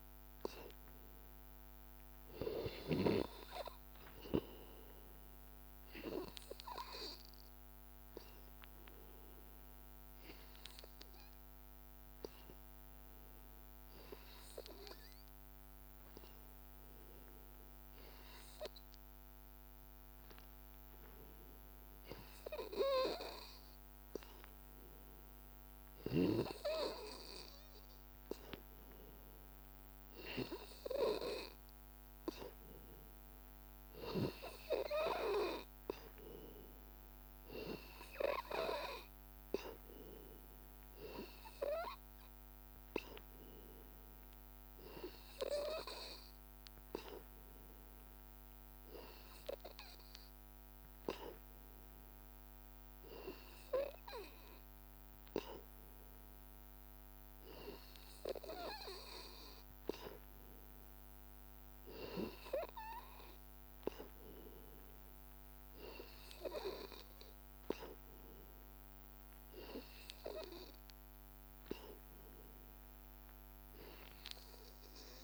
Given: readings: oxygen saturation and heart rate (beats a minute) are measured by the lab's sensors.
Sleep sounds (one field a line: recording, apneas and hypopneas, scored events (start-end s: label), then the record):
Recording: breathing in sleep by a microphone on the trachea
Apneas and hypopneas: 1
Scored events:
7.00-10.50 s: arousal
12.00-28.50 s: obstructive apnea (oxygen 94% before, 91% lowest, heart rate 84 before, 83 extreme, up 1 after)
30.00-51.00 s: oxygen desaturation (device-marked, oxygen 95% before, 91% lowest, heart rate 84 before, 83 extreme)
31.00-34.50 s: arousal
From the record:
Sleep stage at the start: N2 (light sleep)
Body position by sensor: on the back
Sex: male